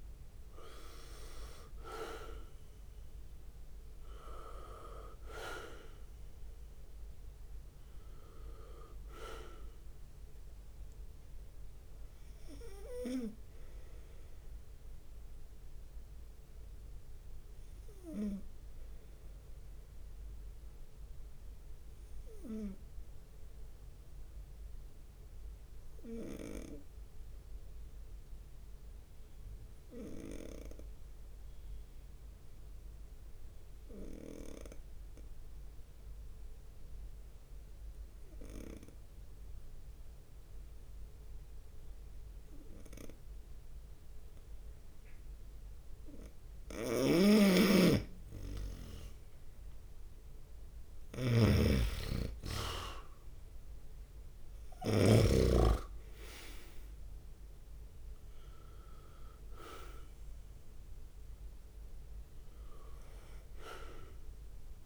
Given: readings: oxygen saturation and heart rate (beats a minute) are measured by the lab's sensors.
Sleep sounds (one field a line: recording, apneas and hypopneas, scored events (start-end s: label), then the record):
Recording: breathing in sleep by a room microphone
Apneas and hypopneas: 1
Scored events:
0.00-2.50 s: arousal
0.00-12.00 s: drop in pulse transit time (device-marked, heart rate 68 extreme)
0.00-27.00 s: oxygen desaturation (device-marked, oxygen 91% lowest, heart rate 63 extreme)
16.00-45.00 s: obstructive apnea (oxygen 97% before, 91% lowest, heart rate 68 before, 63 extreme, up 5 after)
47.00-55.50 s: snoring (device-marked)
48.00-58.00 s: leg movement (device-marked)
48.00-64.86 s: oxygen desaturation (device-marked, oxygen 98% before, 92% lowest, heart rate 66 before, 64 extreme)
50.50-55.50 s: arousal
51.00-64.86 s: drop in pulse transit time (device-marked, heart rate 66 before, 65 extreme)
From the record:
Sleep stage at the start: N2 (light sleep)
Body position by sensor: on the right side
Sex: male